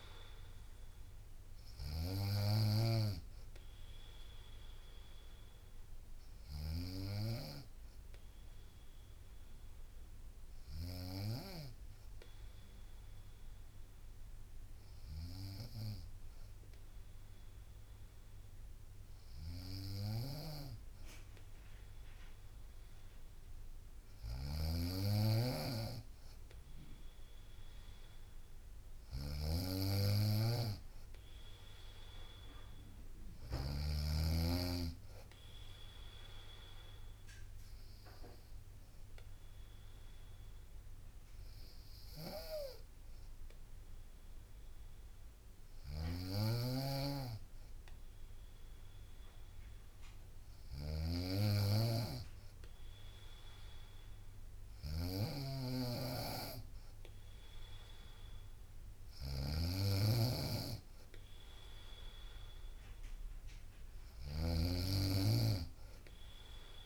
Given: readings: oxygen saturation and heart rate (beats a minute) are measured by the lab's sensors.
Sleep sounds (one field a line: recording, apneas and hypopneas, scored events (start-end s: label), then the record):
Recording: breathing in sleep by a room microphone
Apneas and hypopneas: none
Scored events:
0.00-4.50 s: drop in pulse transit time (device-marked, heart rate 56 extreme)
1.50-11.00 s: snoring (device-marked)
19.00-33.50 s: snoring (device-marked)
28.50-30.50 s: bradycardia (device-marked, heart rate 62 before, 59 extreme)
41.50-66.85 s: snoring (device-marked)
51.50-66.85 s: new sleep stage, N3 (deep sleep)
From the record:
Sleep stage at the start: N2 (light sleep)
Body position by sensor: on the right side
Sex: female